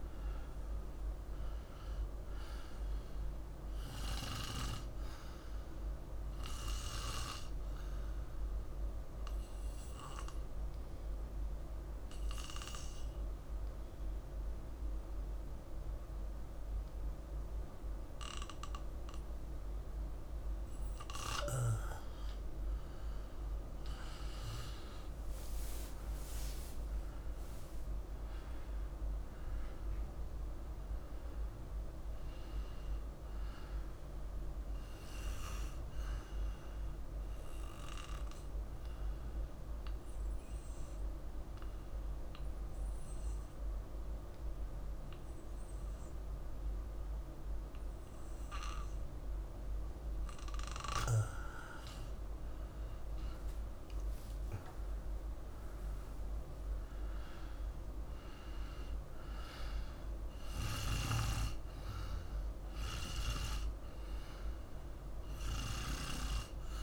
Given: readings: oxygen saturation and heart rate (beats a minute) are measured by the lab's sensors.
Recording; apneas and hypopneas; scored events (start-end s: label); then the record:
breathing in sleep by a room microphone; 2
0.00-16.50 s: oxygen desaturation (device-marked, oxygen 94% lowest, heart rate 51 extreme)
6.00-22.00 s: obstructive apnea (oxygen 98% before, 94% lowest, heart rate 52 before, 51 extreme, up 2 after)
26.00-29.50 s: arousal
32.50-43.50 s: oxygen desaturation (device-marked, oxygen 98% before, 95% lowest, heart rate 52 before, 51 extreme)
37.00-51.50 s: obstructive apnea (oxygen 98% before, 93% lowest, heart rate 52 before, 51 extreme, up 11 after)
53.00-56.50 s: arousal
From the record:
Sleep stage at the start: N2 (light sleep); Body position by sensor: on the back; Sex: male